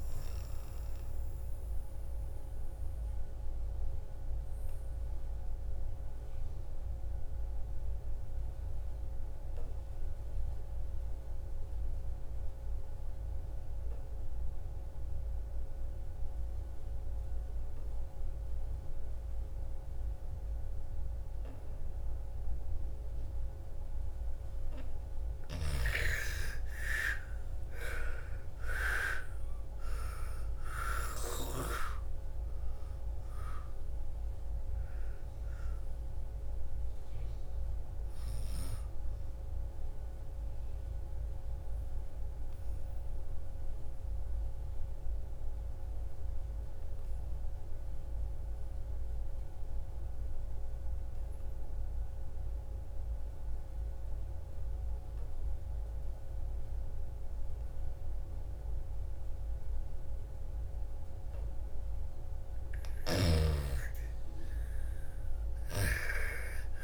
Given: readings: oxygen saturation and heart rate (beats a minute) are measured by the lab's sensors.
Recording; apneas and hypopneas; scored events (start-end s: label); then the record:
breathing in sleep by a room microphone; 2
0.00-11.50 s: oxygen desaturation (device-marked, oxygen 80% lowest, heart rate 55 extreme)
2.00-24.00 s: obstructive apnea (oxygen 98% before, 80% lowest, heart rate 62 before, 55 extreme, up 16 after)
20.50-45.50 s: oxygen desaturation (device-marked, oxygen 99% before, 81% lowest, heart rate 58 before, 55 extreme)
26.50-31.00 s: arousal
40.00-62.00 s: obstructive apnea (oxygen 99% before, 81% lowest, heart rate 65 before, 55 extreme, up 14 after)
60.50-66.84 s: oxygen desaturation (device-marked, oxygen 99% before, 81% lowest, heart rate 57 before, 55 extreme)
63.00-66.00 s: arousal
From the record:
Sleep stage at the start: N2 (light sleep); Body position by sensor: on the back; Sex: female